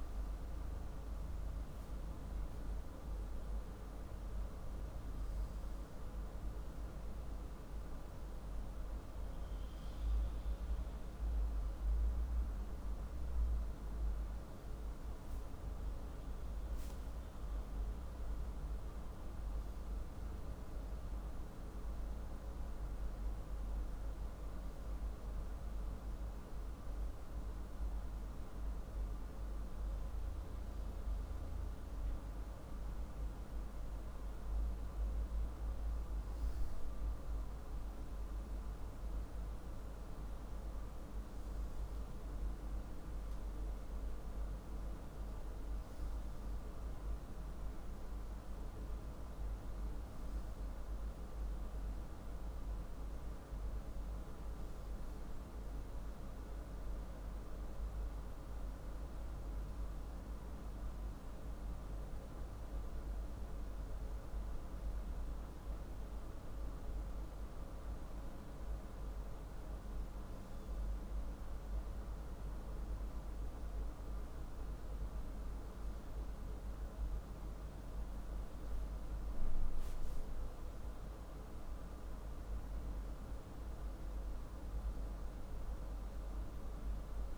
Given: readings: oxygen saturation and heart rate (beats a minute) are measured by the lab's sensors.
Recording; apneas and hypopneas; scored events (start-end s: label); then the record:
breathing in sleep, hard to hear, by a room microphone; none
29.00-87.38 s: new sleep stage, N3 (deep sleep)
From the record:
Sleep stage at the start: N2 (light sleep); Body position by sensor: on the left side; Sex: male